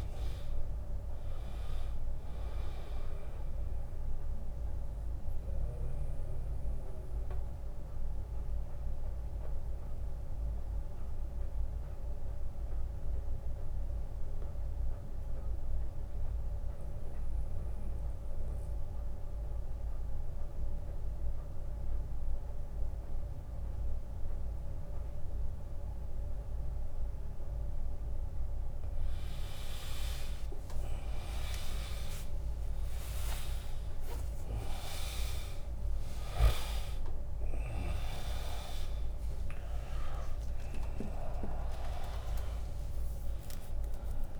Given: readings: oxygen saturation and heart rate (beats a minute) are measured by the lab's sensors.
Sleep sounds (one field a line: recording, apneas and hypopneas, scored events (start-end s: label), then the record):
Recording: breathing in sleep by a room microphone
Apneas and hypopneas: 1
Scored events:
0.00-7.50 s: drop in pulse transit time (device-marked, heart rate 66 extreme)
0.50-19.50 s: oxygen desaturation (device-marked, oxygen 99% before, 91% lowest, heart rate 79 before, 66 extreme)
4.00-6.00 s: long interval between heartbeats (device-marked, heart rate 79 before, 79 extreme)
4.00-27.50 s: obstructive apnea (oxygen 100% before, 88% lowest, heart rate 79 before, 70 extreme, up 9 after)
30.00-35.50 s: arousal
30.50-44.40 s: drop in pulse transit time (device-marked, heart rate 76 before, 76 extreme)
32.00-34.00 s: long interval between heartbeats (device-marked, heart rate 76 before, 79 extreme)
39.50-44.40 s: oxygen desaturation (device-marked, oxygen 98% before, 88% lowest, heart rate 78 before, 69 extreme)
From the record:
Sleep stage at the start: N2 (light sleep)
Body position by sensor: on the back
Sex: male